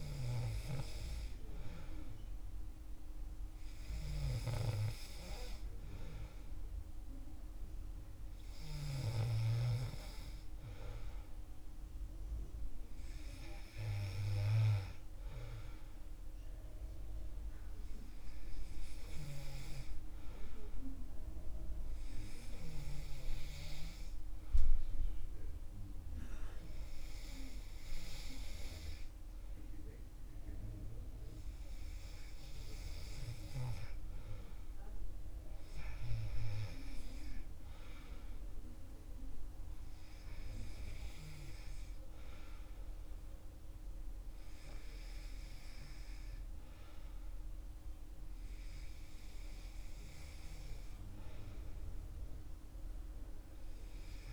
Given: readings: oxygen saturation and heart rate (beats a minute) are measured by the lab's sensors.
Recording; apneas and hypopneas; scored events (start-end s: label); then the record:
breathing in sleep by a room microphone; none
none scored
From the record:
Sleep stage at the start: N2 (light sleep); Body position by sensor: on the back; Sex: male